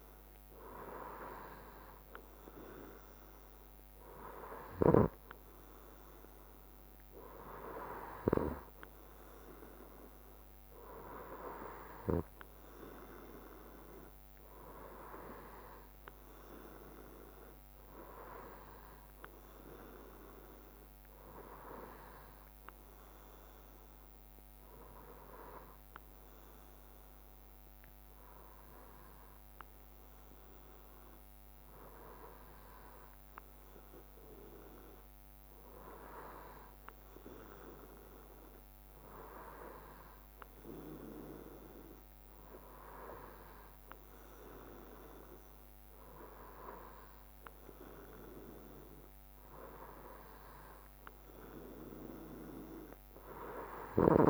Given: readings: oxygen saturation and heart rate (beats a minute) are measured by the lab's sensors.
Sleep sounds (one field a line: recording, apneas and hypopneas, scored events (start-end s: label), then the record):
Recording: breathing in sleep by a microphone on the trachea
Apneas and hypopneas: none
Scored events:
none scored
From the record:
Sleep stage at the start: N3 (deep sleep)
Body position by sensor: on the right side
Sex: male